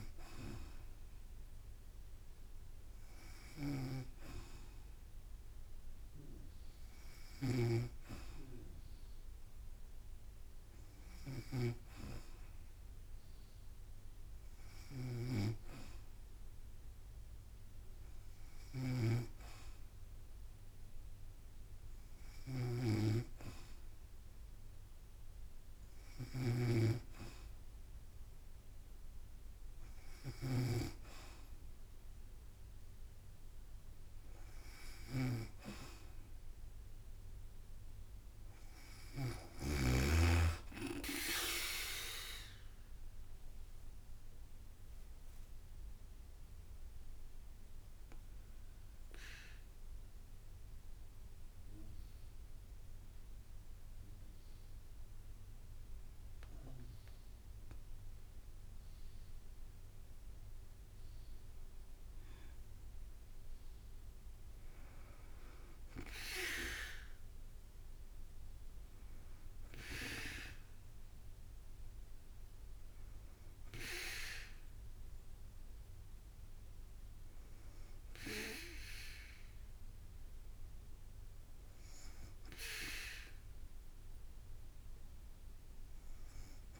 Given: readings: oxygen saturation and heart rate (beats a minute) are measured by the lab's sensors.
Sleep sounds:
breathing in sleep by a room microphone; 1
3.50-7.50 s: snoring (device-marked)
15.00-40.00 s: snoring (device-marked)
43.50-47.50 s: arousal
44.50-57.50 s: drop in pulse transit time (device-marked, heart rate 57 before, 54 extreme)
48.50-61.00 s: mixed apnea (oxygen 95% before, 92% lowest, heart rate 57 before, 54 extreme, up 4 after)
64.50-69.00 s: arousal
73.50-84.50 s: oxygen desaturation (device-marked, oxygen 97% before, 92% lowest, heart rate 56 before, 55 extreme)
From the record:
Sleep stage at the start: N2 (light sleep); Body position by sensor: on the back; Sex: female

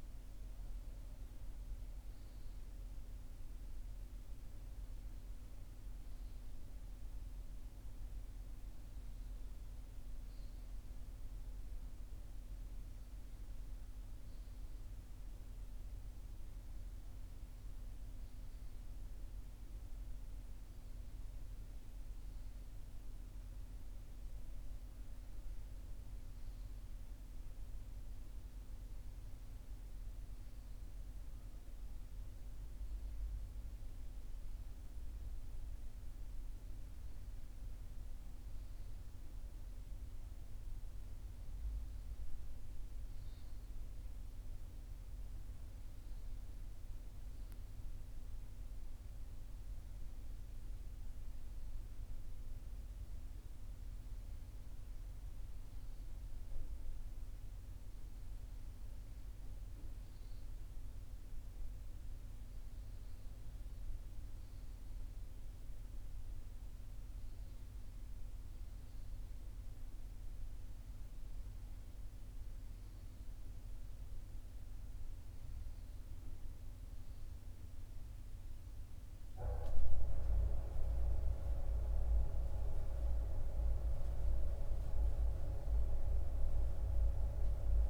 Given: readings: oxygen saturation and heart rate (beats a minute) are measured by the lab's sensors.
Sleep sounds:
breathing in sleep by a room microphone; none
none scored
From the record:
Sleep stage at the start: N1 (lightest sleep); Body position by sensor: on the right side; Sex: male

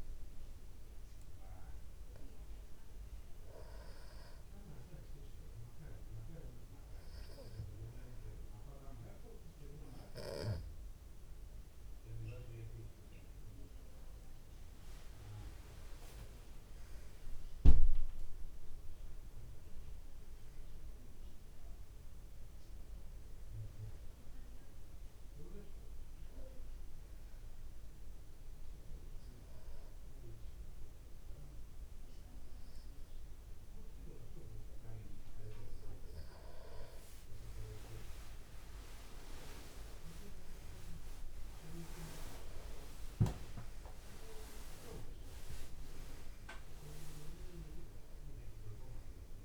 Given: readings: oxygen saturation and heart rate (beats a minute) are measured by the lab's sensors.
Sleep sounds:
breathing in sleep by a room microphone; 1
20.00-23.50 s: arousal
25.00-35.00 s: hypopnea (oxygen 95% before, 93% lowest, heart rate 56 before, 27 extreme, up 55 after)
34.50-49.45 s: new sleep stage, N1 (lightest sleep)
39.00-42.00 s: arousal
From the record:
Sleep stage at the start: N2 (light sleep); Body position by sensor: on the back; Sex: male

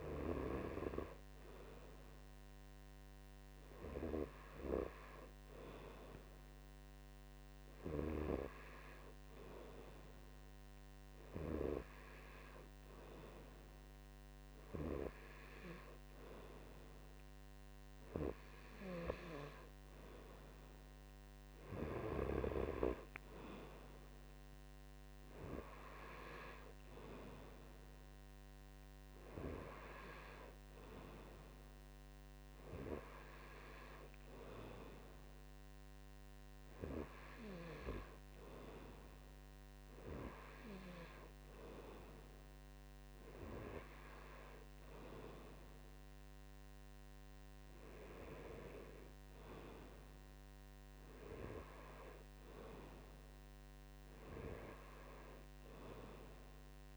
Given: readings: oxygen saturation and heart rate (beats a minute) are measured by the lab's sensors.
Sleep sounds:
breathing in sleep by a microphone on the trachea; none
none scored
From the record:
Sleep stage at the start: N2 (light sleep); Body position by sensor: on the right side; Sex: male

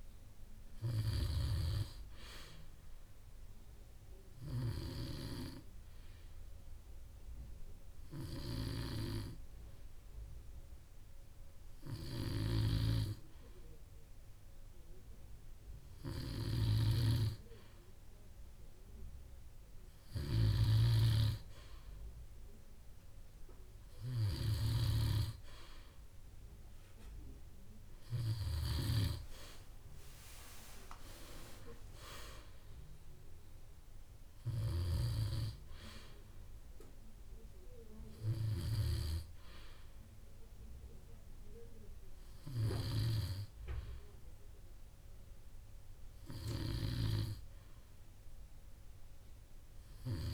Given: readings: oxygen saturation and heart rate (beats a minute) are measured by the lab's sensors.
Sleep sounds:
breathing in sleep by a room microphone; none
0.00-1.00 s: oxygen desaturation (device-marked, oxygen 93% lowest, heart rate 55 extreme)
13.00-36.00 s: snoring (device-marked)
From the record:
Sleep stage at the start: N2 (light sleep); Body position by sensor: on the back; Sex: male

